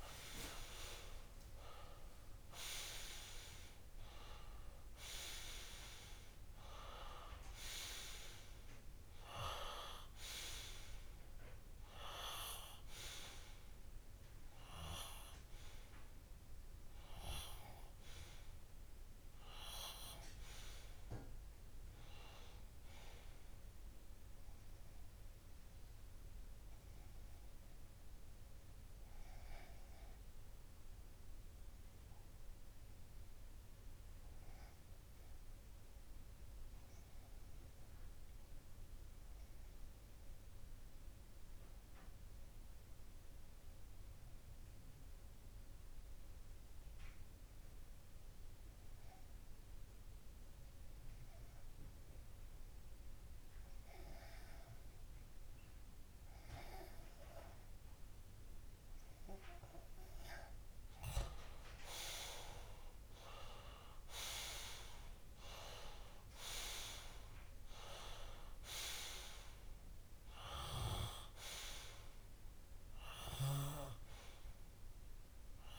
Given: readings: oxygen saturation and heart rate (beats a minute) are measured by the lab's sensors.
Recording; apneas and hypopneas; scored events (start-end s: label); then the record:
breathing in sleep by a room microphone; 1
0.00-15.50 s: oxygen desaturation (device-marked, oxygen 93% lowest)
26.00-59.50 s: obstructive apnea (oxygen 97% before, 94% lowest)
53.50-60.50 s: oxygen desaturation (device-marked, oxygen 99% before, 96% lowest)
63.00-67.00 s: arousal
From the record:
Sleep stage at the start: REM sleep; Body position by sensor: on the left side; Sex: male